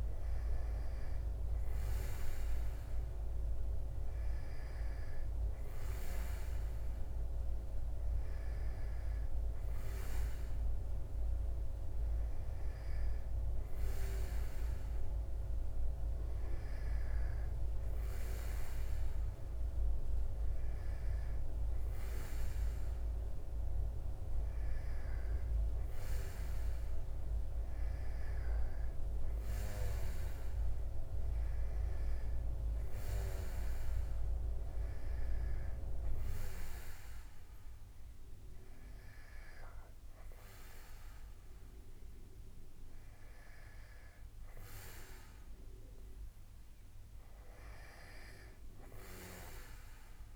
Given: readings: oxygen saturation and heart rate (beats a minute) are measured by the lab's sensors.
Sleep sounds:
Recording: breathing in sleep by a room microphone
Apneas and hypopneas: none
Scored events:
none scored
From the record:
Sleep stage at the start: N2 (light sleep)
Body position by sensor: on the back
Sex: male

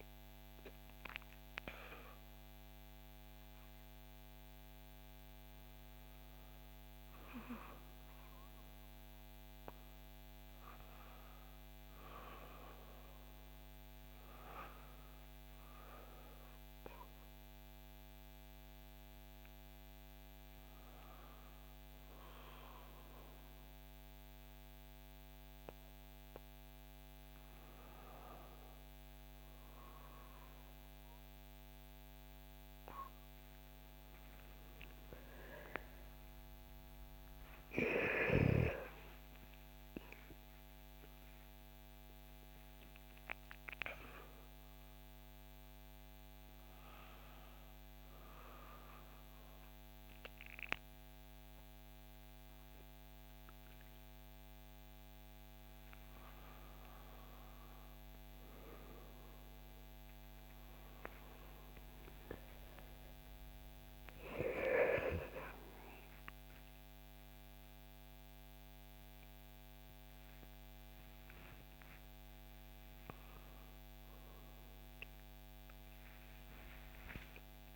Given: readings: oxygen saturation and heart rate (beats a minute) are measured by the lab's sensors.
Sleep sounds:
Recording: a person awake in a sleep study, by a microphone on the trachea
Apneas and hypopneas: none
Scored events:
38.50-53.50 s: oxygen desaturation (device-marked, oxygen 98% before, 95% lowest, heart rate 71 before, 65 extreme)
From the record:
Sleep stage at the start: awake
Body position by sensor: on the back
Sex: female

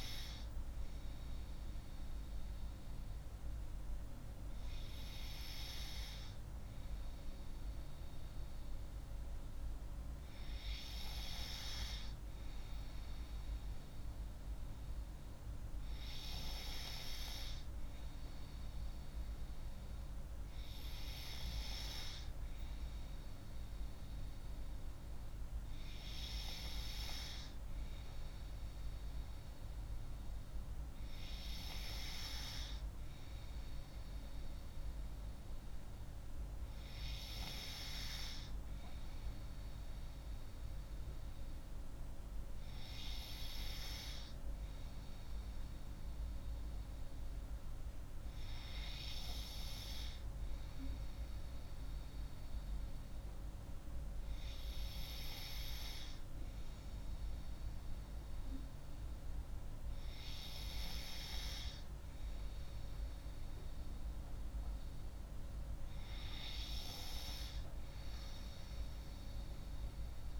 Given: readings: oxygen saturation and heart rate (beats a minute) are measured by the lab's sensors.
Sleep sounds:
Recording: breathing in sleep by a room microphone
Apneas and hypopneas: none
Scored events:
none scored
From the record:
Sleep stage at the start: N3 (deep sleep)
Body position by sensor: on the left side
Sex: female

